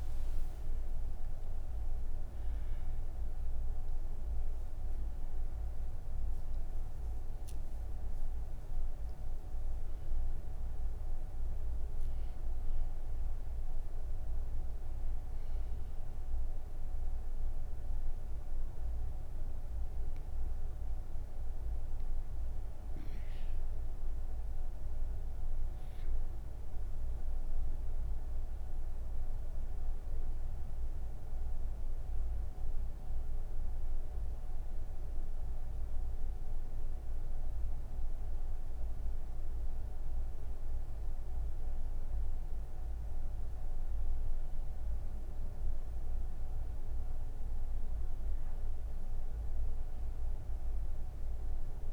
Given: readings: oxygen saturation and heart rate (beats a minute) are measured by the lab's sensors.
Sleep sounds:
breathing in sleep, hard to hear, by a room microphone; none
0.00-30.00 s: oxygen desaturation (device-marked, oxygen 90% lowest)
From the record:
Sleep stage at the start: N3 (deep sleep); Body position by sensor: on the right side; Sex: female

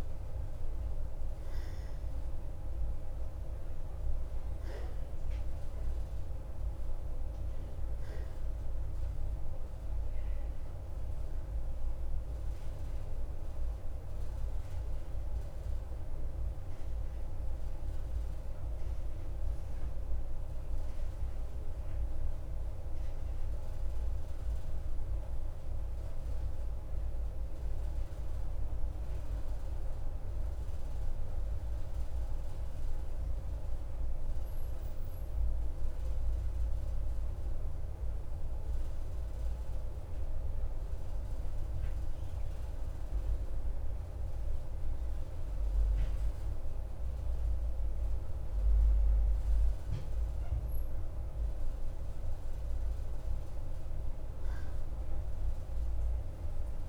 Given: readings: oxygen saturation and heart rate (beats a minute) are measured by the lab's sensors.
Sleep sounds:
breathing in sleep, hard to hear, by a room microphone; 1
0.00-29.50 s: oxygen desaturation (device-marked, oxygen 90% lowest, heart rate 52 extreme)
25.50-44.50 s: mixed apnea (oxygen 93% before, 91% lowest, heart rate 55 before, 52 extreme, up 2 after)
48.00-52.00 s: arousal
From the record:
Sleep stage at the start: N2 (light sleep); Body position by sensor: on the right side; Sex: male

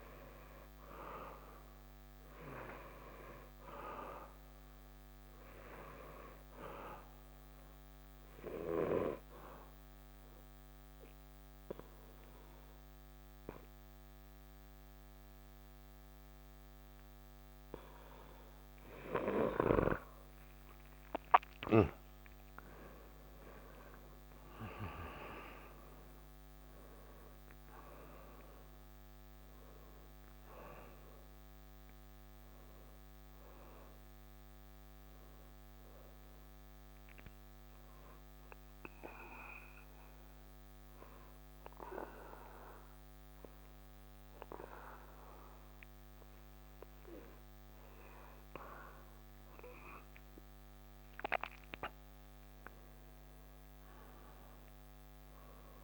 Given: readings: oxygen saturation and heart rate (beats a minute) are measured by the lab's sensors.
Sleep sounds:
breathing in sleep by a microphone on the trachea; 2
4.50-16.50 s: oxygen desaturation (device-marked, oxygen 94% before, 91% lowest, heart rate 67 before, 68 extreme)
7.00-21.00 s: obstructive apnea (oxygen 96% before, 89% lowest, heart rate 67 before, 67 extreme, up 0 after)
22.50-25.50 s: arousal
29.50-35.50 s: oxygen desaturation (device-marked, oxygen 94% before, 90% lowest, heart rate 69 before, 66 extreme)
37.00-48.00 s: obstructive apnea (oxygen 94% before, 89% lowest, heart rate 69 before, 66 extreme, up 2 after)
50.00-53.50 s: arousal
From the record:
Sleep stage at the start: N2 (light sleep); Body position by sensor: on the back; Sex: male

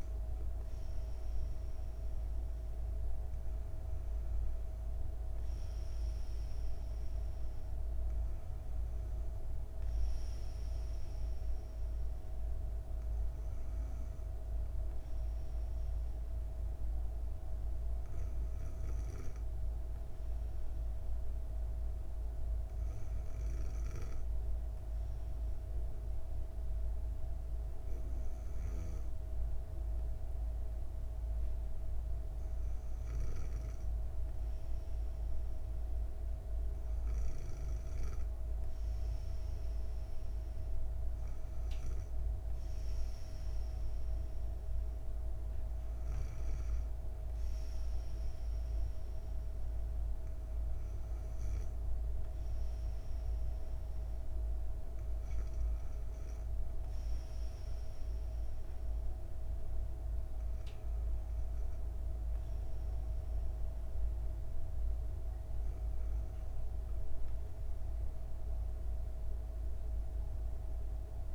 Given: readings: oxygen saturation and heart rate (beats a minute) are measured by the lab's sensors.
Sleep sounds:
breathing in sleep, hard to hear, by a room microphone; none
none scored
From the record:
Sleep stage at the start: N2 (light sleep); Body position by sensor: on the back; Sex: female

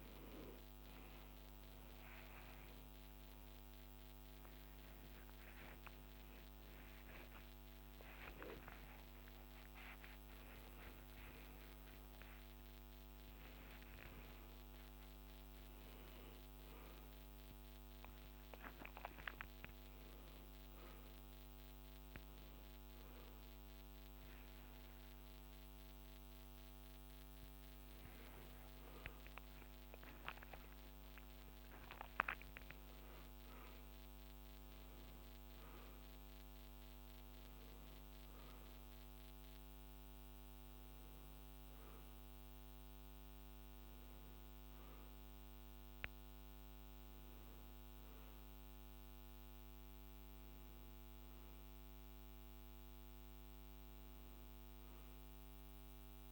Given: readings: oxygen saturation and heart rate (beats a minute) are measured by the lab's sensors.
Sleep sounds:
a person awake in a sleep study, by a microphone on the trachea; none
5.00-7.00 s: tachycardia (device-marked, heart rate 70 before, 74 extreme)
From the record:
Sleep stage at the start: awake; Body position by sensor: on the right side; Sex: male

